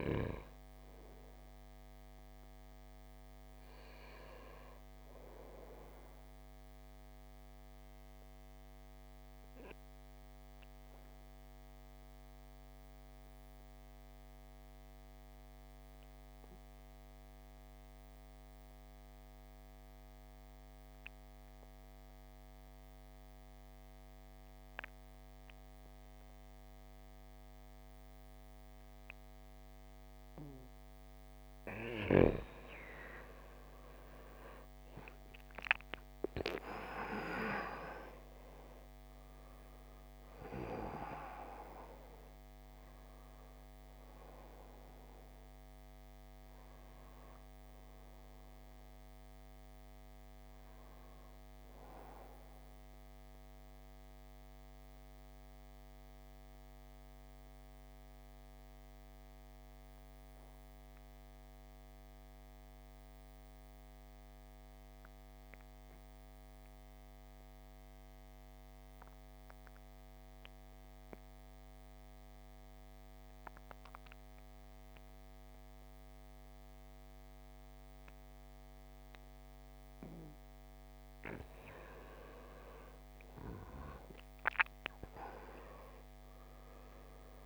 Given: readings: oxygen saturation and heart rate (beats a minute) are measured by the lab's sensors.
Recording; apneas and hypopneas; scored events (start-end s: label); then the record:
breathing in sleep by a microphone on the trachea; 2
0.00-14.50 s: oxygen desaturation (device-marked, oxygen 85% lowest, heart rate 51 extreme)
6.00-30.50 s: obstructive apnea (oxygen 97% before, 84% lowest, heart rate 61 before, 51 extreme, up 14 after)
30.50-60.50 s: oxygen desaturation (device-marked, oxygen 97% before, 84% lowest, heart rate 53 before, 48 extreme)
32.00-37.00 s: arousal
52.00-81.00 s: mixed apnea (oxygen 97% before, 82% lowest, heart rate 64 before, 48 extreme, up 17 after)
78.50-87.46 s: oxygen desaturation (device-marked, oxygen 98% before, 82% lowest, heart rate 51 before, 50 extreme)
83.00-87.46 s: arousal
From the record:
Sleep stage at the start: N2 (light sleep); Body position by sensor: on the back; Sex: male